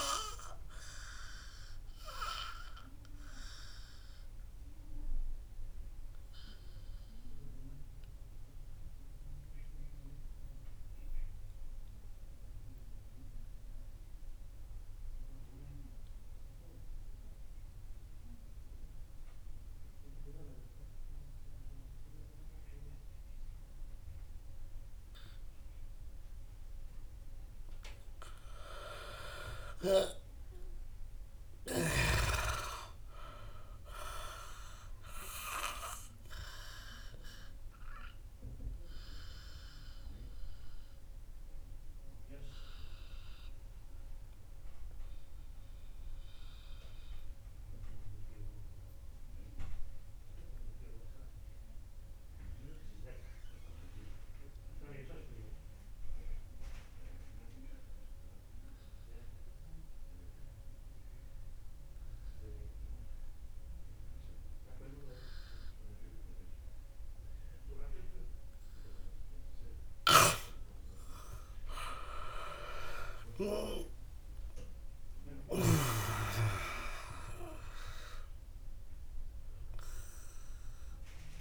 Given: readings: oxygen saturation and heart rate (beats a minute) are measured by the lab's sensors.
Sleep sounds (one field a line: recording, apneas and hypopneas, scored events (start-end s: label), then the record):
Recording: breathing in sleep by a room microphone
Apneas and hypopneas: 2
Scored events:
1.50-27.50 s: obstructive apnea (oxygen 100% before, 86% lowest, heart rate 71 before, 53 extreme, up 11 after)
5.00-27.00 s: oxygen desaturation (device-marked, oxygen 100% before, 88% lowest, heart rate 69 before, 53 extreme)
29.50-34.00 s: arousal
40.50-70.50 s: mixed apnea (oxygen 97% before, 86% lowest, heart rate 64 before, 54 extreme, up 17 after)
41.00-63.00 s: oxygen desaturation (device-marked, oxygen 96% before, 86% lowest, heart rate 64 before, 54 extreme)
72.00-76.50 s: arousal
From the record:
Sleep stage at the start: N2 (light sleep)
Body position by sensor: on the right side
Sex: male